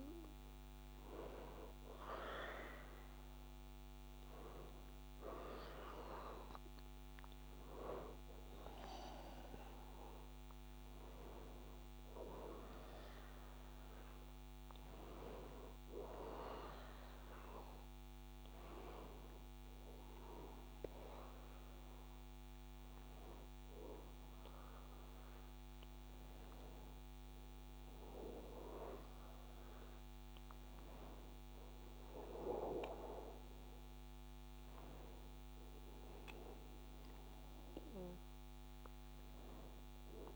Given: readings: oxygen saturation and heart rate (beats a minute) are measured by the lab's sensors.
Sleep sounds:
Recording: breathing in sleep by a microphone on the trachea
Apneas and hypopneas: none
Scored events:
22.00-40.36 s: new sleep stage, N2 (light sleep)
From the record:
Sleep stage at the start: N1 (lightest sleep)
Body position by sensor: on the back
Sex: male

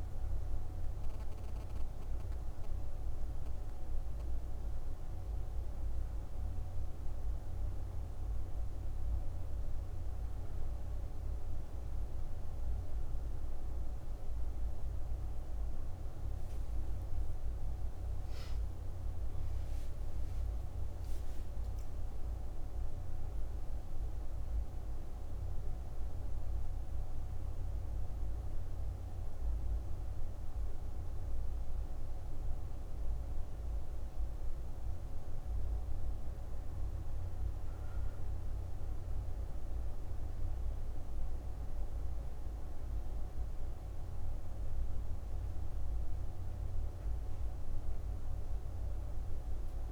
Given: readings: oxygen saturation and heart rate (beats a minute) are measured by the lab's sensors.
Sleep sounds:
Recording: a person partly awake in a sleep study, hard to hear, by a room microphone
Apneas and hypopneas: none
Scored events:
17.50-49.92 s: new sleep stage, N1 (lightest sleep)
From the record:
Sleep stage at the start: awake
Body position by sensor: on the back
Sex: female

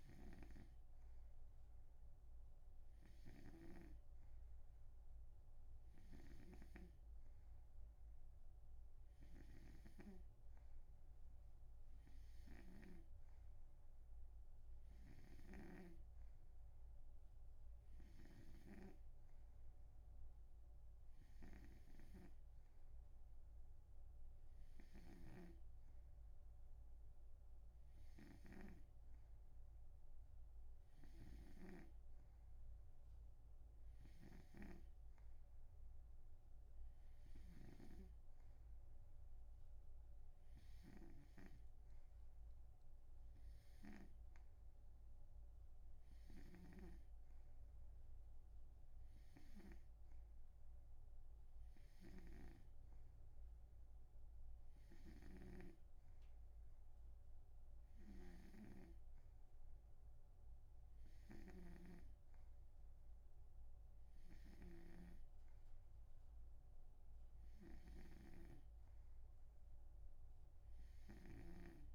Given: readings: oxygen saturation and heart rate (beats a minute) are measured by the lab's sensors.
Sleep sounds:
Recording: breathing in sleep by a room microphone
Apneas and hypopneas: none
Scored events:
0.00-7.00 s: snoring (device-marked)
15.50-19.00 s: snoring (device-marked)
25.50-35.00 s: snoring (device-marked)
46.50-71.95 s: snoring (device-marked)
From the record:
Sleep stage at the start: N2 (light sleep)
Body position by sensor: on the right side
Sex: male

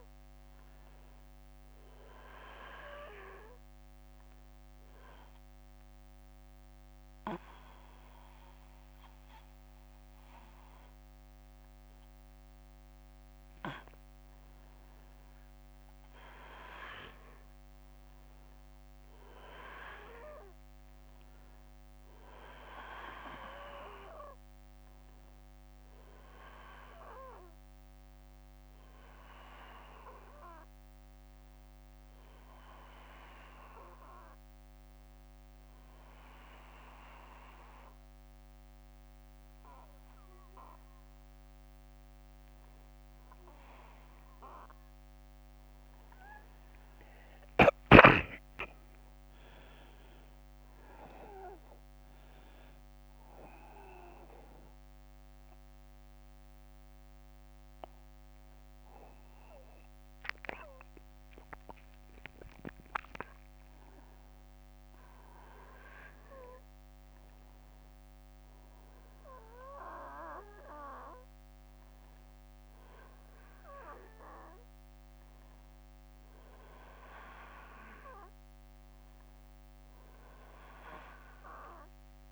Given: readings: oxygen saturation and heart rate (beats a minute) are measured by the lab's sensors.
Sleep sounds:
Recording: breathing in sleep by a microphone on the trachea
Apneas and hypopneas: 2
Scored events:
3.50-14.00 s: obstructive apnea (oxygen 96% before, 91% lowest, heart rate 69 before, 63 extreme, up 10 after)
17.00-21.00 s: arousal
31.00-42.00 s: obstructive apnea (oxygen 96% before, 91% lowest, heart rate 67 before, 61 extreme, up 13 after)
44.00-47.50 s: arousal
47.00-58.00 s: oxygen desaturation (device-marked, oxygen 95% before, 91% lowest, heart rate 64 before, 64 extreme)
From the record:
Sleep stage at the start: N1 (lightest sleep)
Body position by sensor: on the back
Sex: male

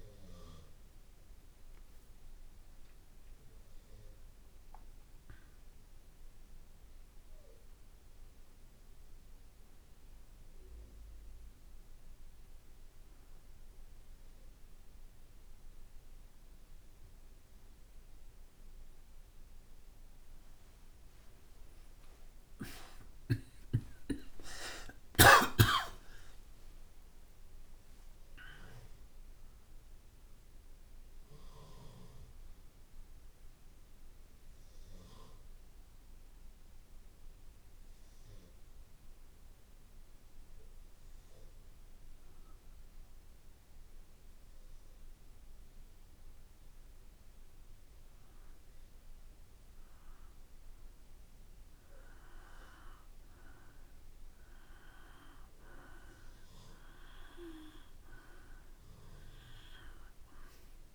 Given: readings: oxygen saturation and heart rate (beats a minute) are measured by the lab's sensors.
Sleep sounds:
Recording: a person partly awake in a sleep study, by a room microphone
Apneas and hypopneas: 2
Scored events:
0.00-3.00 s: drop in pulse transit time (device-marked, heart rate 61 extreme)
7.00-60.95 s: new sleep stage, N1 (lightest sleep)
8.00-19.00 s: hypopnea (oxygen 96% before, 90% lowest, heart rate 82 before, 57 extreme, up 22 after)
23.00-27.00 s: arousal
26.00-28.00 s: long interval between heartbeats (device-marked, heart rate 60 before, 80 extreme)
27.00-44.00 s: oxygen desaturation (device-marked, oxygen 97% before, 93% lowest, heart rate 61 before, 57 extreme)
38.00-51.50 s: hypopnea (oxygen 97% before, 90% lowest, heart rate 68 before, 57 extreme, up 4 after)
53.50-58.00 s: arousal
59.00-60.95 s: oxygen desaturation (device-marked, oxygen 96% before, 90% lowest, heart rate 58 before, 57 extreme)
From the record:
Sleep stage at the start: awake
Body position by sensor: on the back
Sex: male

